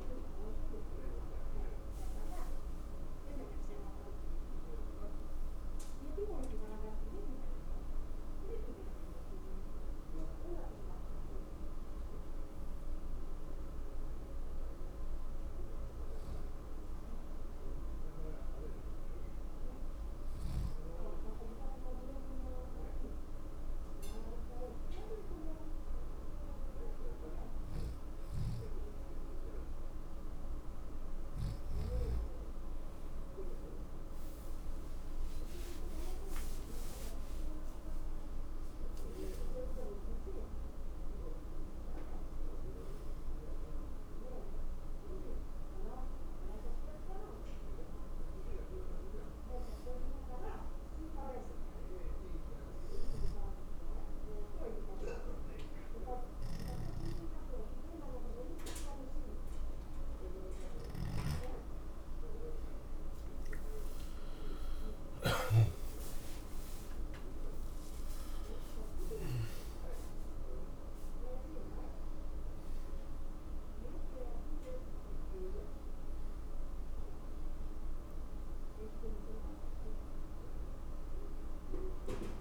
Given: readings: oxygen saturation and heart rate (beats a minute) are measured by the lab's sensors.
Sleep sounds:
breathing in sleep by a room microphone; 2
17.00-30.00 s: hypopnea (oxygen 98% before, 91% lowest, heart rate 95 before, 70 extreme, up 45 after)
34.00-39.50 s: arousal
50.00-62.00 s: obstructive apnea (oxygen 95% before, 91% lowest, heart rate 96 before, 70 extreme, up 17 after)
50.50-82.41 s: new sleep stage, N2 (light sleep)
64.00-69.50 s: arousal
68.50-82.41 s: oxygen desaturation (device-marked, oxygen 95% before, 91% lowest, heart rate 79 before, 70 extreme)
From the record:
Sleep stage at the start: N1 (lightest sleep); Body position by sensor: on the back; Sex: male

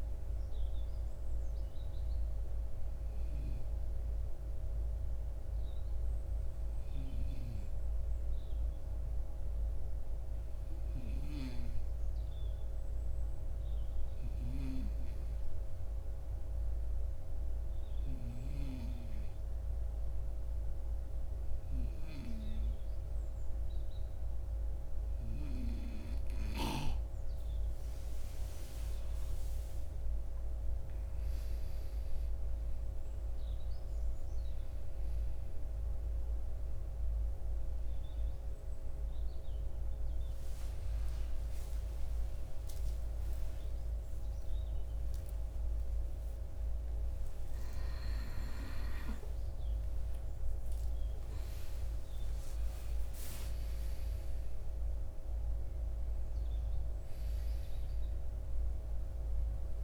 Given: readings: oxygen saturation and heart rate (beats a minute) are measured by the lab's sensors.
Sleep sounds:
a person awake in a sleep study, by a room microphone; 1
0.00-15.00 s: oxygen desaturation (device-marked, oxygen 91% lowest, heart rate 48 extreme)
7.00-26.50 s: hypopnea (oxygen 96% before, 91% lowest, heart rate 55 before, 54 extreme, up 12 after)
24.00-54.00 s: new sleep stage, awake
47.00-58.00 s: oxygen desaturation (device-marked, oxygen 95% before, 92% lowest, heart rate 68 before, 56 extreme)
54.00-59.84 s: new sleep stage, N2 (light sleep)
From the record:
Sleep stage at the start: N2 (light sleep); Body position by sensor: on the right side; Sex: male

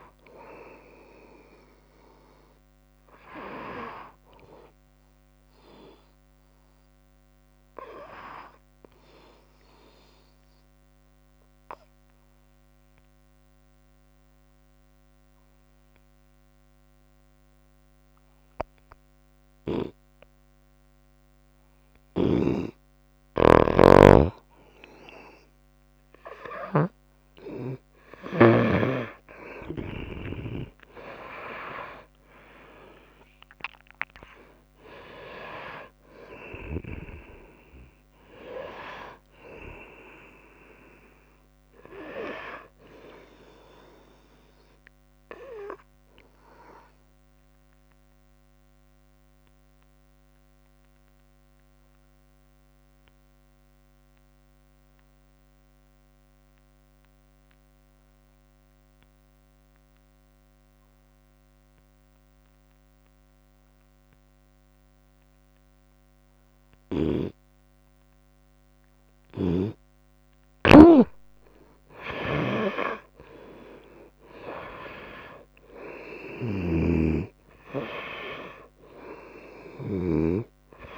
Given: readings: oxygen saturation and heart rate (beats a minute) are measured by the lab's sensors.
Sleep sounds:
breathing in sleep by a microphone on the trachea; 2
6.00-21.00 s: obstructive apnea (oxygen 91% before, 91% lowest, heart rate 83 before, 70 extreme, up 5 after)
28.00-53.00 s: oxygen desaturation (device-marked, oxygen 98% before, 91% lowest, heart rate 71 before, 66 extreme)
32.50-37.50 s: arousal
46.00-69.00 s: obstructive apnea (oxygen 99% before, 88% lowest, heart rate 81 before, 66 extreme, up 5 after)
68.00-80.98 s: oxygen desaturation (device-marked, oxygen 98% before, 88% lowest, heart rate 69 before, 66 extreme)
72.00-76.00 s: arousal
76.50-80.50 s: snoring (device-marked)
From the record:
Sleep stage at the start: N2 (light sleep); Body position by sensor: on the right side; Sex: female

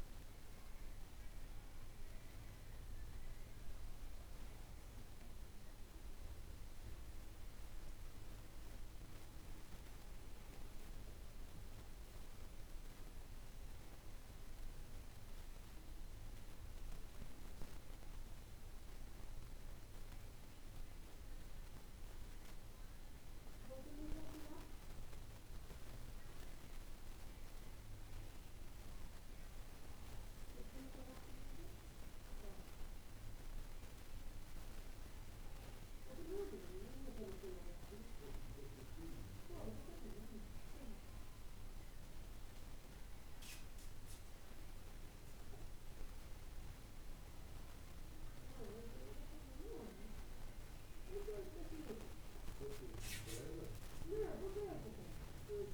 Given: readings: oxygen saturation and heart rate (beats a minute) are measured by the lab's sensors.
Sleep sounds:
breathing in sleep by a room microphone; none
none scored
From the record:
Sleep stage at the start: N2 (light sleep); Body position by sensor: on the back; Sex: male

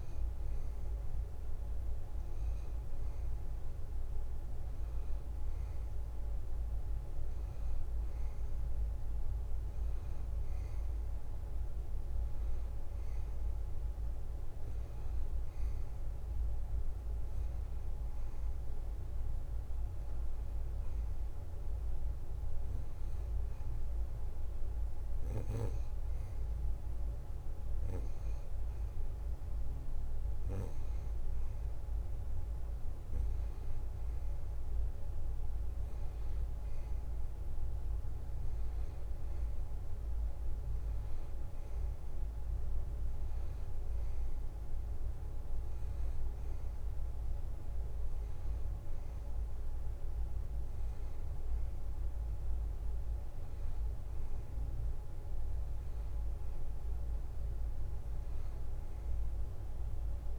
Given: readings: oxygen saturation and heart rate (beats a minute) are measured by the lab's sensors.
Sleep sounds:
breathing in sleep, hard to hear, by a room microphone; none
none scored
From the record:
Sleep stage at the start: N2 (light sleep); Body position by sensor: on the back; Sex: male

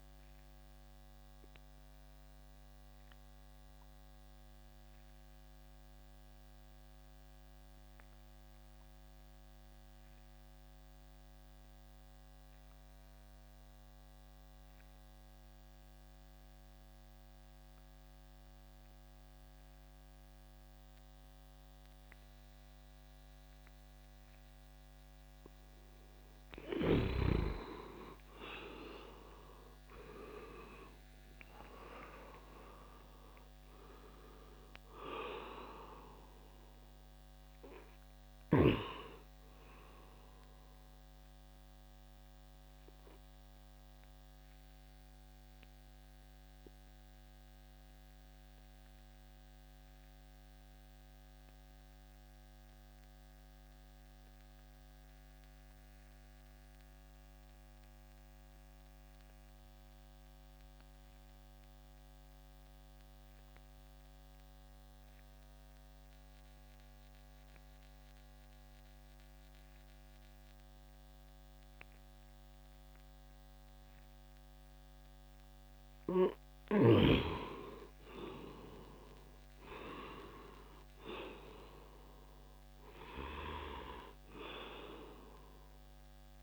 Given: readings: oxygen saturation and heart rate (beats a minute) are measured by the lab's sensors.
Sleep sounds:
breathing in sleep by a microphone on the trachea; 2
1.00-25.00 s: obstructive apnea (oxygen 99% before, 87% lowest, heart rate 67 before, 57 extreme, up 8 after)
20.00-57.00 s: oxygen desaturation (device-marked, oxygen 97% before, 87% lowest, heart rate 60 before, 57 extreme)
27.00-31.00 s: arousal
44.00-76.00 s: obstructive apnea (oxygen 97% before, 87% lowest, heart rate 66 before, 55 extreme, up 20 after)
78.00-82.00 s: arousal
80.00-86.43 s: oxygen desaturation (device-marked, oxygen 97% before, 87% lowest, heart rate 61 before, 55 extreme)
From the record:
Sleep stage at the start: N2 (light sleep); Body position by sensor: on the back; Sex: male

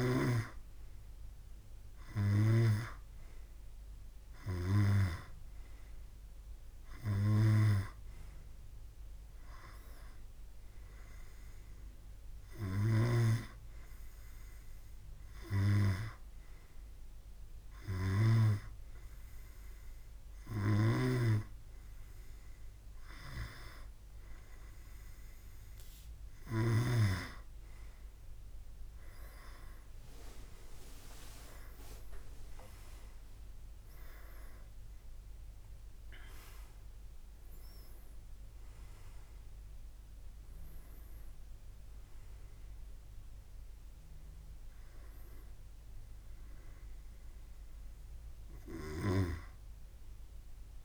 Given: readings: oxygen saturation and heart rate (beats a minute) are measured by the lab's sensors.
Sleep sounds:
breathing in sleep by a room microphone; none
13.00-27.00 s: snoring (device-marked)
From the record:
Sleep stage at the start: N2 (light sleep); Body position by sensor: on the back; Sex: male

